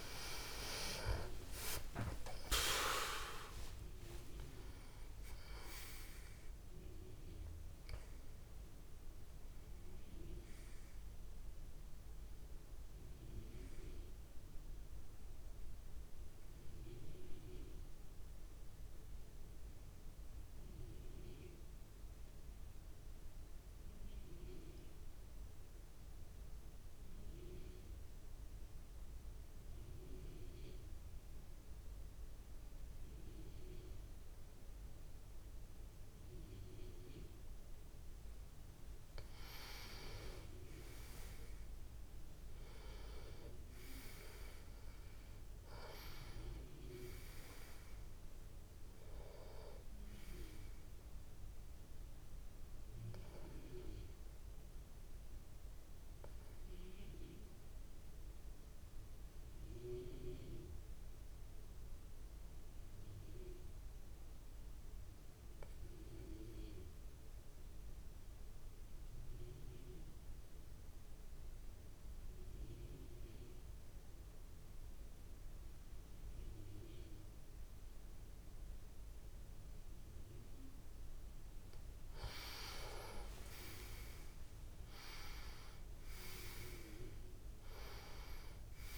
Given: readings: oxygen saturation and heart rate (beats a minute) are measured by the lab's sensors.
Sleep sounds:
breathing in sleep by a room microphone; 2
0.00-3.00 s: arousal
0.00-27.50 s: oxygen desaturation (device-marked, oxygen 88% lowest)
20.50-38.00 s: obstructive apnea (oxygen 96% before, 90% lowest)
39.50-43.50 s: arousal
41.50-64.50 s: oxygen desaturation (device-marked, oxygen 99% before, 93% lowest)
53.50-80.50 s: obstructive apnea (oxygen 99% before, 91% lowest)
79.50-88.98 s: oxygen desaturation (device-marked, oxygen 98% before, 91% lowest)
81.50-85.00 s: arousal
From the record:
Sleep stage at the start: N2 (light sleep); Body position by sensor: on the back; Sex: male

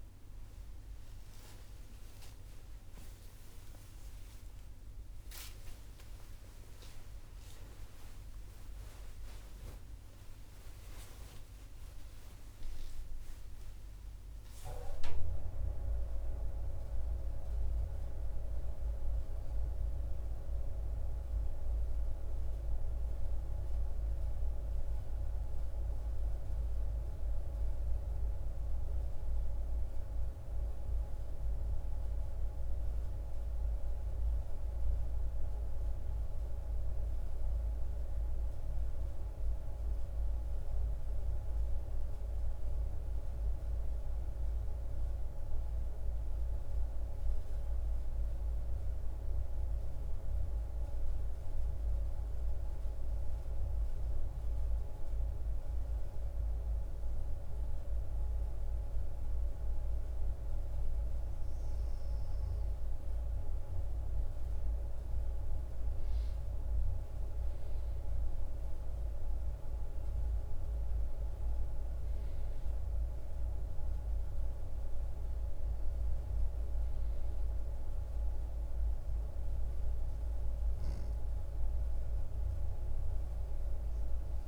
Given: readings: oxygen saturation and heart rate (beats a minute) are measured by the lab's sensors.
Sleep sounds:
a person partly awake in a sleep study, by a room microphone; none
34.50-84.48 s: new sleep stage, N1 (lightest sleep)
From the record:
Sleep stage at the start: awake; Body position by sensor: on the right side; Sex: male

